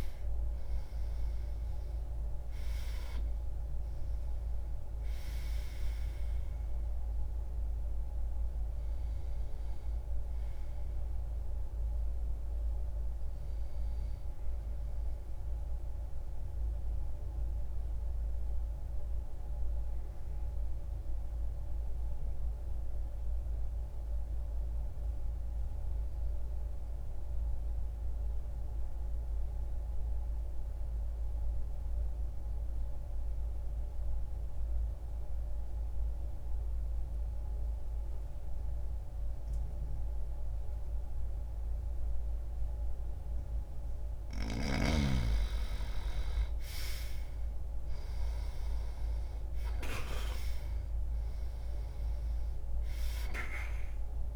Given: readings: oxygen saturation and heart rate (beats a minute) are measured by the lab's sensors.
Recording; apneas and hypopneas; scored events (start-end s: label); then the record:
breathing in sleep by a room microphone; 1
0.00-28.00 s: oxygen desaturation (device-marked, oxygen 82% lowest)
15.50-44.00 s: mixed apnea (oxygen 98% before, 80% lowest)
45.00-54.36 s: oxygen desaturation (device-marked, oxygen 99% before, 80% lowest)
45.50-49.50 s: arousal
From the record:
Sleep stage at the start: N2 (light sleep); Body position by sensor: on the back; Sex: male